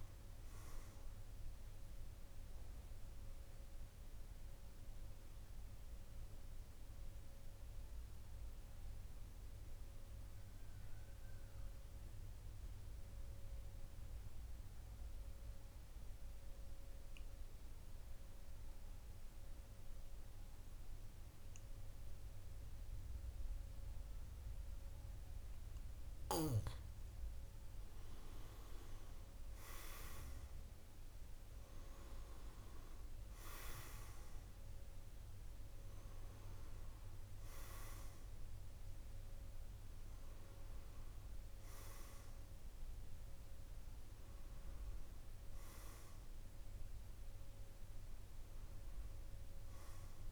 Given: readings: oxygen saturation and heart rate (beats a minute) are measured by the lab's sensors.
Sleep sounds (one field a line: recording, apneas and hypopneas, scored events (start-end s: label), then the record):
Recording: breathing in sleep by a room microphone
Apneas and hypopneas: 1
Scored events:
0.00-10.00 s: oxygen desaturation (device-marked, oxygen 92% lowest, heart rate 47 extreme)
3.00-26.00 s: mixed apnea (oxygen 97% before, 90% lowest, heart rate 55 before, 47 extreme, up 7 after)
23.00-50.00 s: oxygen desaturation (device-marked, oxygen 99% before, 90% lowest, heart rate 50 before, 48 extreme)
28.50-32.00 s: arousal
From the record:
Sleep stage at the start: N2 (light sleep)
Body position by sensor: on the back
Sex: male